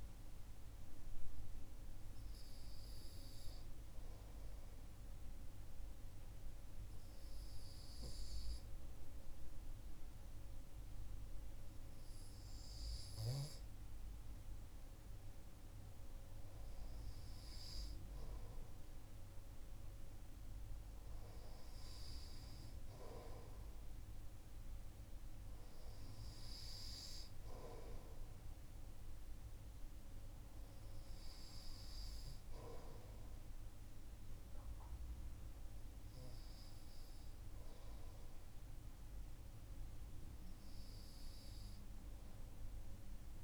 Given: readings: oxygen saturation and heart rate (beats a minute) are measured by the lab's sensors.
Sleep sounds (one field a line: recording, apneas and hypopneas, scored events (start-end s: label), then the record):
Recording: breathing in sleep, hard to hear, by a room microphone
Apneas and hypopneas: 1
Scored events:
4.00-14.00 s: obstructive apnea (oxygen 95% before, 93% lowest, heart rate 58 before, 28 extreme, up 8 after)
17.00-21.00 s: arousal
From the record:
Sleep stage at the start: REM sleep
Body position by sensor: on the right side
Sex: male